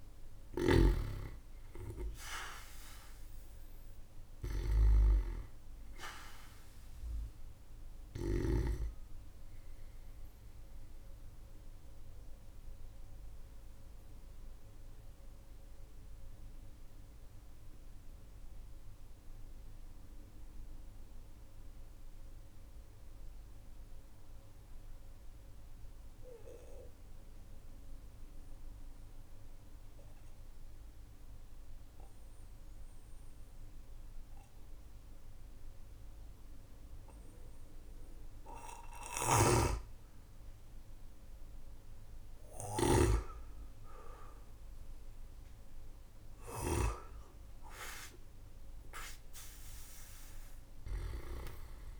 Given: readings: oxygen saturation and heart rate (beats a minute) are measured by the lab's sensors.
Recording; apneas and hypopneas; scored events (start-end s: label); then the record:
breathing in sleep by a room microphone; 1
0.00-8.50 s: snoring (device-marked)
2.00-25.00 s: oxygen desaturation (device-marked, oxygen 96% before, 93% lowest, heart rate 57 before, 48 extreme)
14.50-37.50 s: obstructive apnea (oxygen 97% before, 93% lowest, heart rate 57 before, 48 extreme, up 11 after)
39.00-52.00 s: snoring (device-marked)
40.00-45.00 s: arousal
40.00-52.00 s: oxygen desaturation (device-marked, oxygen 99% before, 93% lowest, heart rate 53 before, 43 extreme)
From the record:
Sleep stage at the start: N2 (light sleep); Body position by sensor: on the back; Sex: male